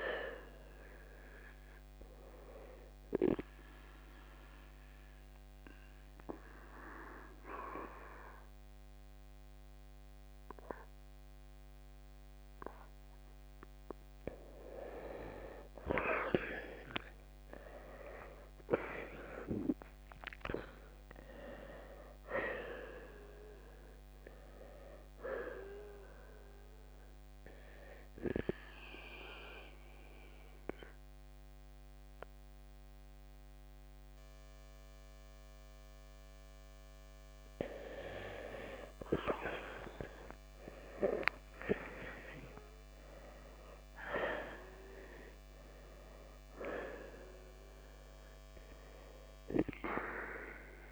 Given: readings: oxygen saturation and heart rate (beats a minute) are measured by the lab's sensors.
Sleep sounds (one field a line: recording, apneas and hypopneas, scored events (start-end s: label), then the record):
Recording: breathing in sleep by a microphone on the trachea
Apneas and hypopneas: 2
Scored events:
0.00-1.50 s: arousal
4.00-15.00 s: central apnea (oxygen 89% before, 86% lowest, heart rate 71 before, 54 extreme, up 59 after)
15.50-24.50 s: oxygen desaturation (device-marked, oxygen 90% before, 86% lowest, heart rate 73 before, 54 extreme)
18.00-21.00 s: arousal
25.00-37.50 s: hypopnea (oxygen 90% before, 86% lowest, heart rate 86 before, 54 extreme, up 27 after)
40.00-43.50 s: arousal
44.50-50.92 s: oxygen desaturation (device-marked, oxygen 91% before, 87% lowest, heart rate 62 before, 56 extreme)
From the record:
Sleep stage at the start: N2 (light sleep)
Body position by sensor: on the right side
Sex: male